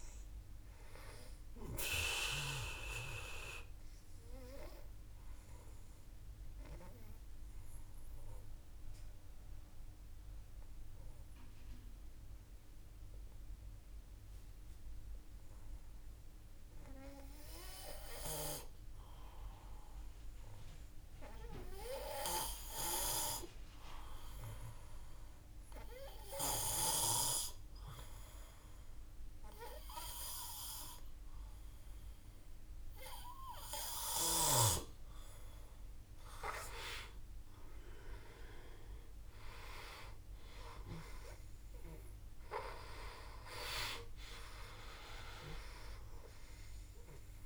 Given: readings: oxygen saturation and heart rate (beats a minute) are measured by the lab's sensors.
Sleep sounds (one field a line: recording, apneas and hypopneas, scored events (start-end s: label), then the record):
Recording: breathing in sleep by a room microphone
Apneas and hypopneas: 1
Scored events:
0.00-12.00 s: oxygen desaturation (device-marked, oxygen 89% lowest, heart rate 52 extreme)
2.00-32.50 s: obstructive apnea (oxygen 97% before, 89% lowest, heart rate 56 before, 52 extreme, up 5 after)
34.00-47.46 s: oxygen desaturation (device-marked, oxygen 96% before, 91% lowest, heart rate 54 before, 52 extreme)
34.50-38.00 s: arousal
From the record:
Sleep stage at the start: N2 (light sleep)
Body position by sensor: on the back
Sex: male